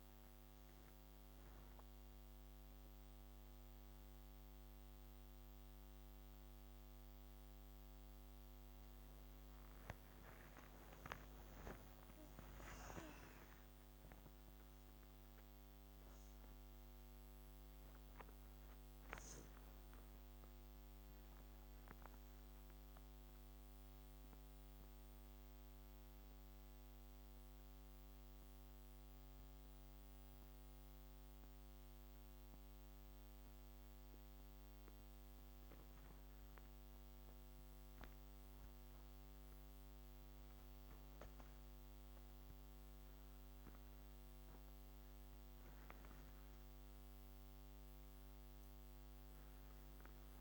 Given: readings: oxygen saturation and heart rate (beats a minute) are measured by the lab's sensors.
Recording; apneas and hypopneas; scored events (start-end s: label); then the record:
a person awake in a sleep study, hard to hear, by a microphone on the trachea; none
none scored
From the record:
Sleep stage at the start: awake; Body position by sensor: on the back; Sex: female